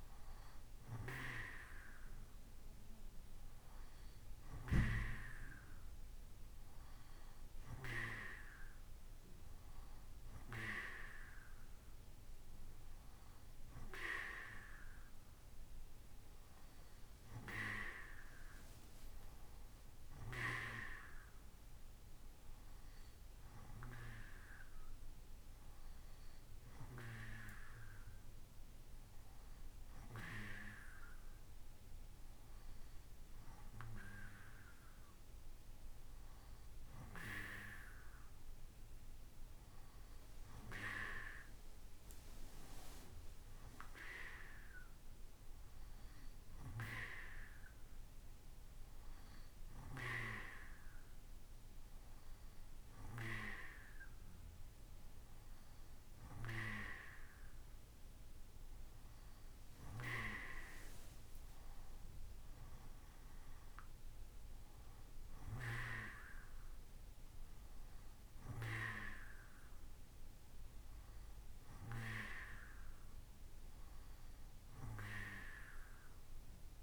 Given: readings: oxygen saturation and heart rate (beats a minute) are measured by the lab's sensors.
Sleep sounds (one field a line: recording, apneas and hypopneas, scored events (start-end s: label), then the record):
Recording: breathing in sleep by a room microphone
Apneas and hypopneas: none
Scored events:
none scored
From the record:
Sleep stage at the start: N2 (light sleep)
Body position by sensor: on the right side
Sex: male